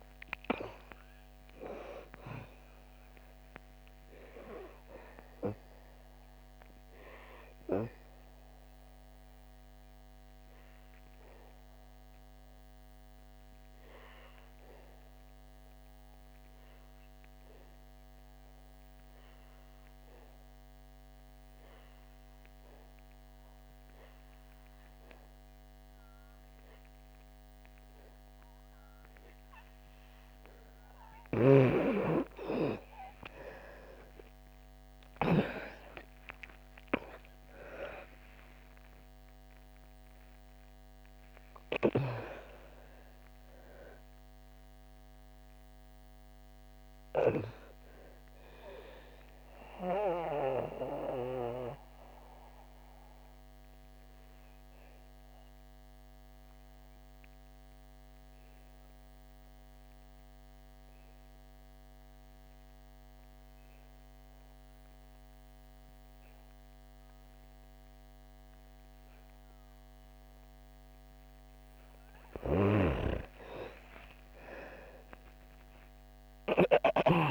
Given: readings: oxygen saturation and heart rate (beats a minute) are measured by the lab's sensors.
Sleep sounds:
breathing in sleep by a microphone on the trachea; 2
0.00-20.50 s: oxygen desaturation (device-marked, oxygen 81% lowest, heart rate 60 extreme)
6.00-30.50 s: obstructive apnea (oxygen 98% before, 79% lowest, heart rate 71 before, 60 extreme, up 28 after)
25.50-61.50 s: oxygen desaturation (device-marked, oxygen 98% before, 79% lowest, heart rate 64 before, 56 extreme)
31.00-35.50 s: snoring (device-marked)
31.50-36.00 s: arousal
49.50-70.00 s: obstructive apnea (oxygen 98% before, 79% lowest, heart rate 75 before, 56 extreme, up 3 after)
72.50-76.50 s: arousal
72.50-77.00 s: snoring (device-marked)
72.50-77.31 s: oxygen desaturation (device-marked, oxygen 99% before, 80% lowest, heart rate 64 before, 56 extreme)
From the record:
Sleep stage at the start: N2 (light sleep); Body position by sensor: on the back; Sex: female

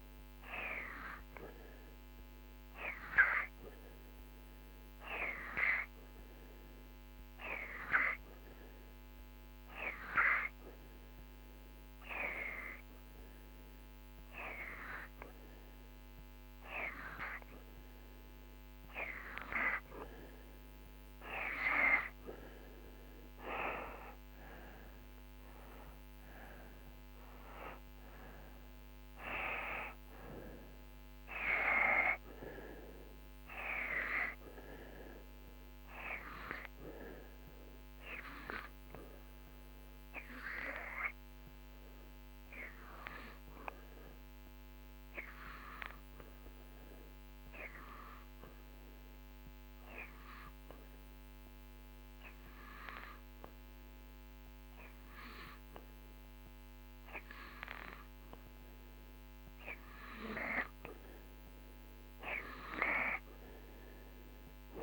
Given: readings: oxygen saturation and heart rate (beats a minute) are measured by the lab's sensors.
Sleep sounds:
breathing in sleep by a microphone on the trachea; 2
0.00-2.50 s: oxygen desaturation (device-marked, oxygen 87% lowest)
5.50-18.00 s: hypopnea (oxygen 95% before, 88% lowest)
20.00-25.00 s: arousal
40.50-58.50 s: hypopnea (oxygen 92% before, 87% lowest)
59.50-64.00 s: arousal
From the record:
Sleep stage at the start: N2 (light sleep); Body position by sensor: on the right side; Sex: male

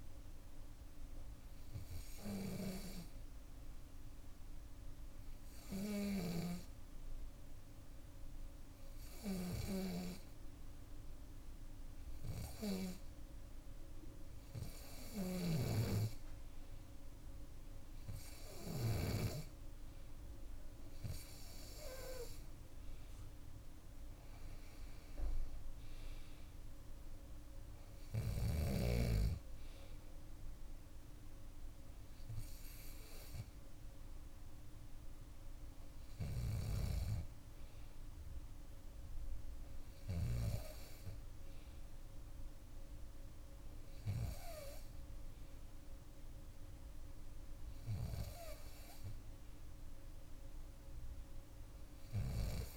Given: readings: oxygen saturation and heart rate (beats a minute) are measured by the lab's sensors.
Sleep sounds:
breathing in sleep by a room microphone; none
9.00-15.50 s: snoring (device-marked)
31.00-33.00 s: bradycardia (device-marked, heart rate 64 before, 60 extreme)
From the record:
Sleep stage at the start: N2 (light sleep); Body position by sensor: on the back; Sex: female

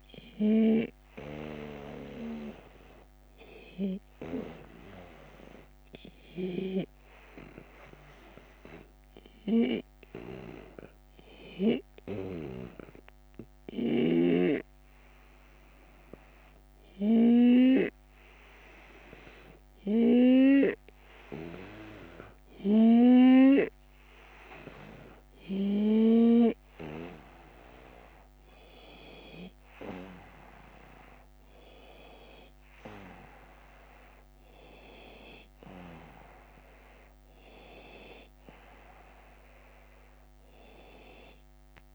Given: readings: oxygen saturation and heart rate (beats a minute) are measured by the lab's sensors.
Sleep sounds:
breathing in sleep by a microphone on the trachea; 1
7.00-22.00 s: hypopnea (oxygen 95% before, 92% lowest)
25.50-29.50 s: arousal
31.00-33.00 s: long interval between heartbeats (device-marked)
From the record:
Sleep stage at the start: N2 (light sleep); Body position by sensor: on the right side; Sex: male

